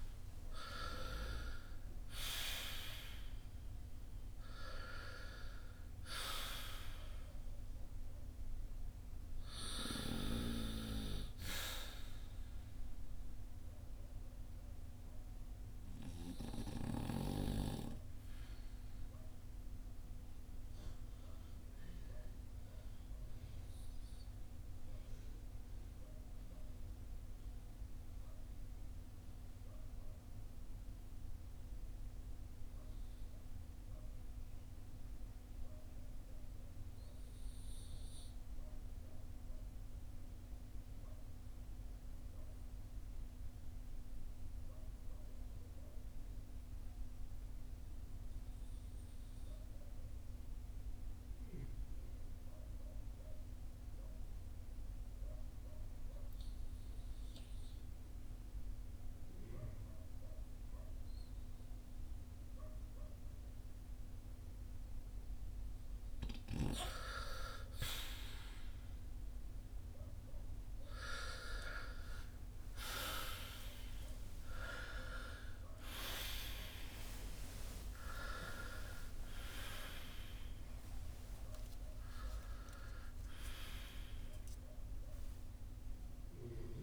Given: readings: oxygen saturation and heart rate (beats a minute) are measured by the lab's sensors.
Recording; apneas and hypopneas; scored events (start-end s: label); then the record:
breathing in sleep by a room microphone; 1
0.00-3.50 s: arousal
19.50-64.00 s: mixed apnea (oxygen 83% before, 77% lowest, heart rate 62 before, 50 extreme, up 8 after)
29.00-42.00 s: oxygen desaturation (device-marked, oxygen 83% before, 80% lowest, heart rate 56 before, 52 extreme)
48.00-86.83 s: oxygen desaturation (device-marked, oxygen 97% before, 77% lowest, heart rate 54 before, 44 extreme)
71.00-77.00 s: arousal
From the record:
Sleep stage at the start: REM sleep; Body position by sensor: on the back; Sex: male